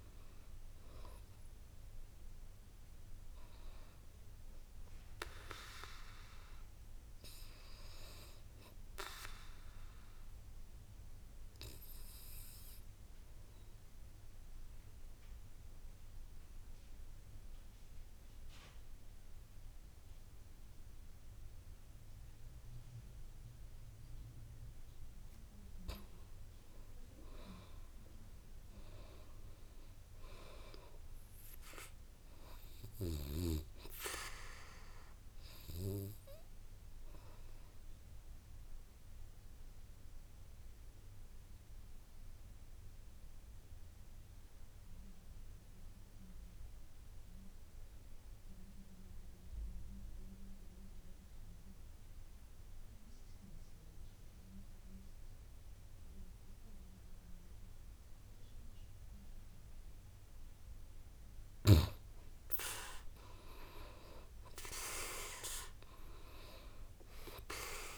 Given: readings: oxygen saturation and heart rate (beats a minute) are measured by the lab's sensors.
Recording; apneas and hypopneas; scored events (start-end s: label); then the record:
breathing in sleep by a room microphone; 2
0.00-7.00 s: oxygen desaturation (device-marked, oxygen 82% lowest, heart rate 52 extreme)
5.50-24.00 s: obstructive apnea (oxygen 97% before, 83% lowest, heart rate 65 before, 52 extreme, up 10 after)
26.50-30.50 s: arousal
33.00-51.00 s: oxygen desaturation (device-marked, oxygen 98% before, 91% lowest, heart rate 56 before, 55 extreme)
36.50-60.50 s: obstructive apnea (oxygen 98% before, 83% lowest, heart rate 57 before, 53 extreme, up 11 after)
63.00-67.50 s: arousal
63.00-67.98 s: oxygen desaturation (device-marked, oxygen 96% before, 83% lowest, heart rate 58 before, 52 extreme)
From the record:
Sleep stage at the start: N2 (light sleep); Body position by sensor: on the back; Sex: male